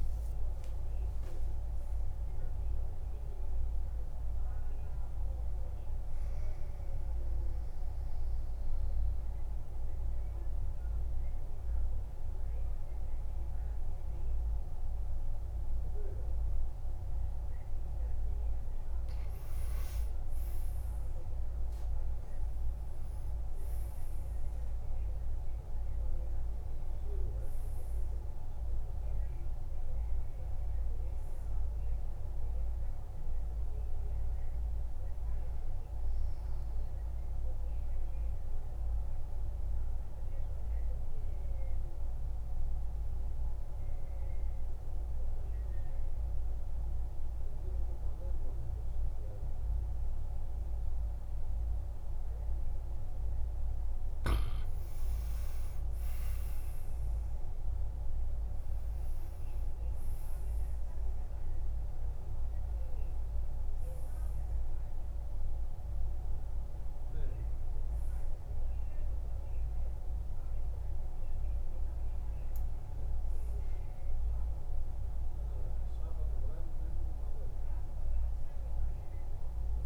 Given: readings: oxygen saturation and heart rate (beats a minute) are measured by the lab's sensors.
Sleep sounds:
breathing in sleep, hard to hear, by a room microphone; 2
0.00-6.00 s: oxygen desaturation (device-marked, oxygen 91% lowest, heart rate 55 extreme)
9.00-19.50 s: obstructive apnea (oxygen 97% before, 88% lowest, heart rate 61 before, 52 extreme, up 12 after)
21.00-25.00 s: arousal
27.00-43.00 s: oxygen desaturation (device-marked, oxygen 96% before, 91% lowest, heart rate 59 before, 52 extreme)
38.00-53.50 s: obstructive apnea (oxygen 97% before, 88% lowest, heart rate 61 before, 54 extreme, up 12 after)
55.00-58.50 s: arousal
55.00-79.86 s: oxygen desaturation (device-marked, oxygen 97% before, 88% lowest, heart rate 56 before, 53 extreme)
From the record:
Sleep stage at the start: N2 (light sleep); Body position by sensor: on the back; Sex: male

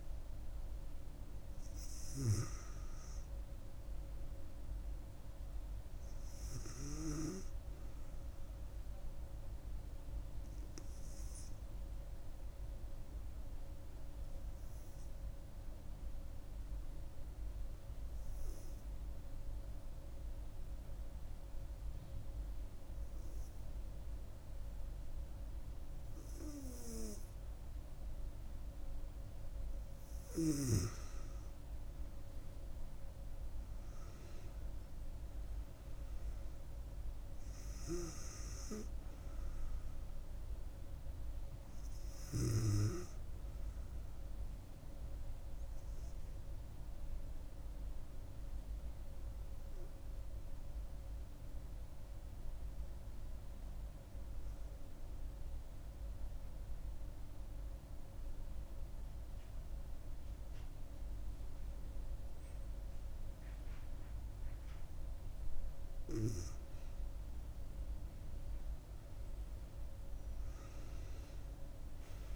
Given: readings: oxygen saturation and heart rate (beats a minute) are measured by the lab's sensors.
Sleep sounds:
breathing in sleep by a room microphone; 2
0.00-19.00 s: oxygen desaturation (device-marked, oxygen 92% lowest, heart rate 66 extreme)
12.50-29.00 s: hypopnea (oxygen 98% before, 91% lowest, heart rate 73 before, 67 extreme, up 7 after)
33.50-37.00 s: arousal
34.00-50.00 s: oxygen desaturation (device-marked, oxygen 96% before, 91% lowest, heart rate 69 before, 68 extreme)
51.50-66.50 s: mixed apnea (oxygen 96% before, 91% lowest, heart rate 72 before, 64 extreme, up 10 after)
68.50-72.00 s: arousal
69.00-72.36 s: oxygen desaturation (device-marked, oxygen 96% before, 92% lowest, heart rate 69 before, 64 extreme)
From the record:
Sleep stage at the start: N2 (light sleep); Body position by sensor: on the back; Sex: female

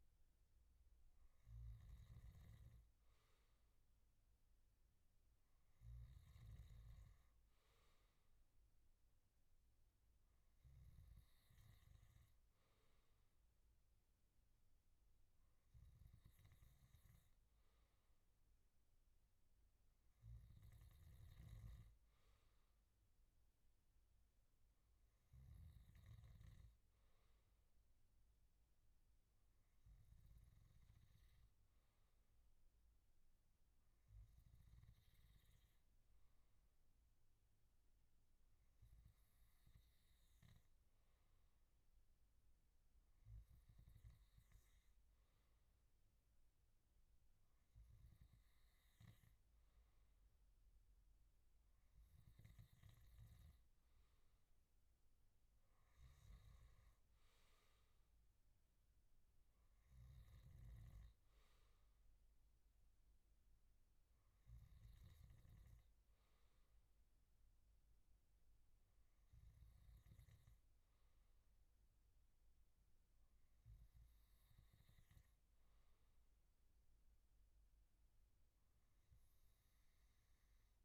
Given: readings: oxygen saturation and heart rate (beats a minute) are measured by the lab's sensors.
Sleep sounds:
breathing in sleep, hard to hear, by a room microphone; none
none scored
From the record:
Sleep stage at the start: N2 (light sleep); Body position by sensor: on the back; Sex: male

